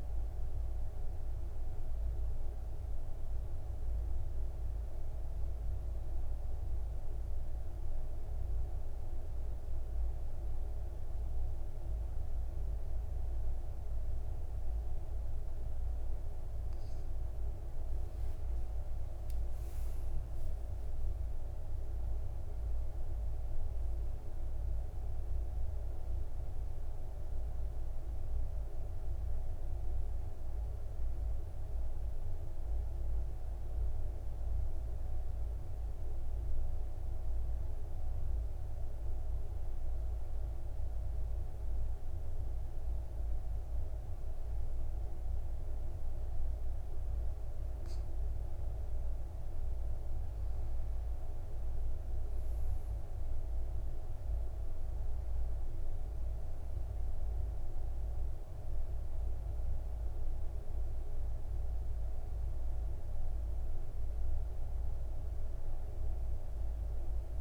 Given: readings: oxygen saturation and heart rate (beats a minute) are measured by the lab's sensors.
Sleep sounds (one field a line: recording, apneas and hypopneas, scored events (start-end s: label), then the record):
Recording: breathing in sleep, hard to hear, by a room microphone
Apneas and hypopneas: 2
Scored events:
0.00-5.00 s: oxygen desaturation (device-marked, oxygen 91% lowest, heart rate 54 extreme)
2.00-17.00 s: central apnea (oxygen 98% before, 91% lowest, heart rate 68 before, 54 extreme, up 16 after)
20.50-24.00 s: arousal
24.00-40.00 s: oxygen desaturation (device-marked, oxygen 98% before, 93% lowest, heart rate 59 before, 55 extreme)
34.00-50.00 s: central apnea (oxygen 99% before, 92% lowest, heart rate 62 before, 55 extreme, up 9 after)
51.00-55.00 s: arousal
54.00-65.00 s: oxygen desaturation (device-marked, oxygen 98% before, 92% lowest, heart rate 58 before, 54 extreme)
From the record:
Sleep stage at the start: N2 (light sleep)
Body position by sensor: on the back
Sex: male